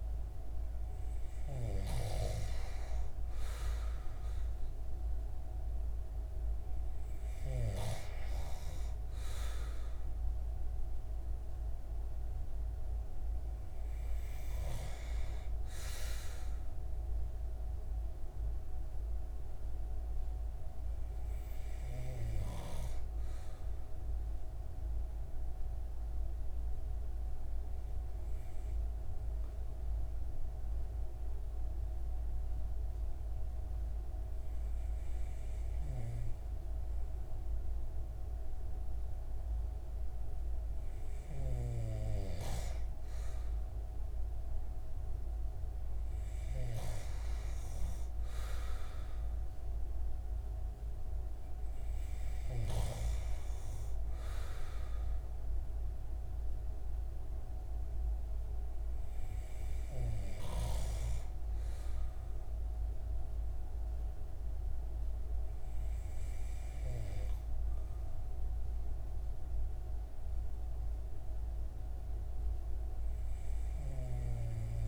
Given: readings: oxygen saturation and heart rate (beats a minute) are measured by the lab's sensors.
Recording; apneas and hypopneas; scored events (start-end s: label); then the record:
breathing in sleep by a room microphone; 1
0.00-2.00 s: arousal
22.00-41.00 s: hypopnea (oxygen 96% before, 94% lowest)
42.50-46.00 s: arousal
From the record:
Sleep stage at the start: N2 (light sleep); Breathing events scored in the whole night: 264 in 7.4 hours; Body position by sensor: on the right side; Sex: male